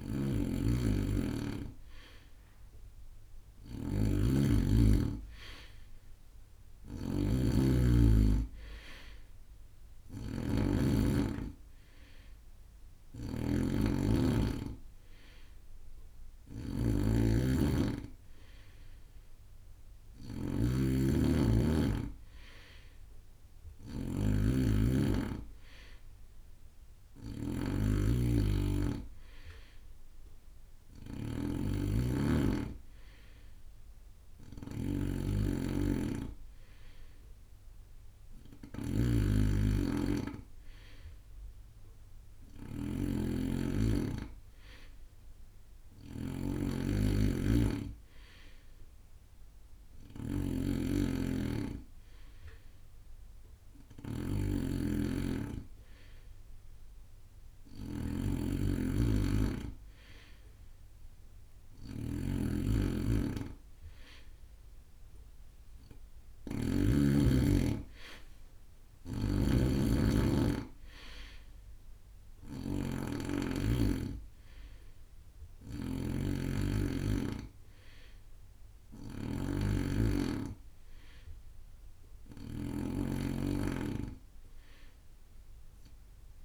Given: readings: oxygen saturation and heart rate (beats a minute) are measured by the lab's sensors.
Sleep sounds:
breathing in sleep by a room microphone; none
0.00-67.00 s: snoring (device-marked)
69.00-86.45 s: snoring (device-marked)
From the record:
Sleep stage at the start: N2 (light sleep); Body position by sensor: on the right side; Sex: male

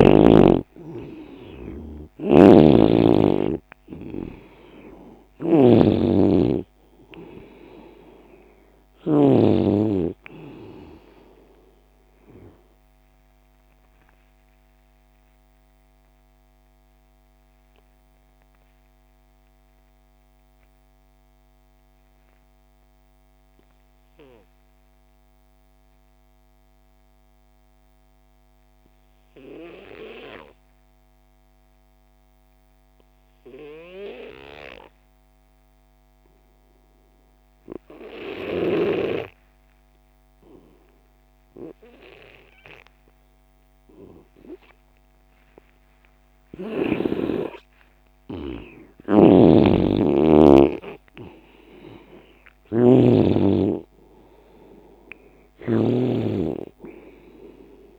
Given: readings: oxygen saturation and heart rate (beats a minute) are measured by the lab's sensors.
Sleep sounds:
breathing in sleep by a microphone on the trachea; 1
0.00-3.50 s: arousal
0.00-28.00 s: oxygen desaturation (device-marked, oxygen 89% lowest)
1.50-9.00 s: snoring (device-marked)
13.50-46.00 s: obstructive apnea (oxygen 98% before, 88% lowest)
43.00-57.99 s: oxygen desaturation (device-marked, oxygen 98% before, 88% lowest)
46.00-50.50 s: arousal
49.00-57.99 s: snoring (device-marked)
From the record:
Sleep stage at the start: N2 (light sleep); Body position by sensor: on the left side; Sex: male

